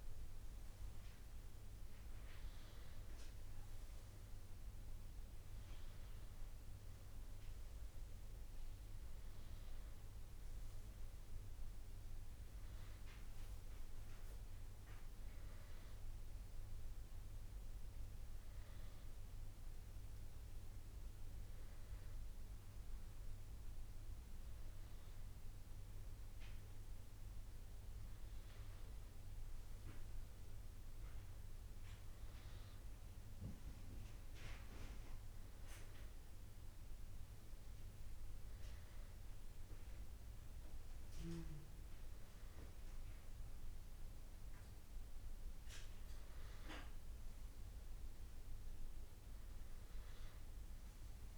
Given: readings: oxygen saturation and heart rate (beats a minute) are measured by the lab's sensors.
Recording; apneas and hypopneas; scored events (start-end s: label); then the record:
breathing in sleep, hard to hear, by a room microphone; none
8.00-12.00 s: arousal
50.50-51.37 s: new sleep stage, N2 (light sleep)
From the record:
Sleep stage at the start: N1 (lightest sleep); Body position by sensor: on the back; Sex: male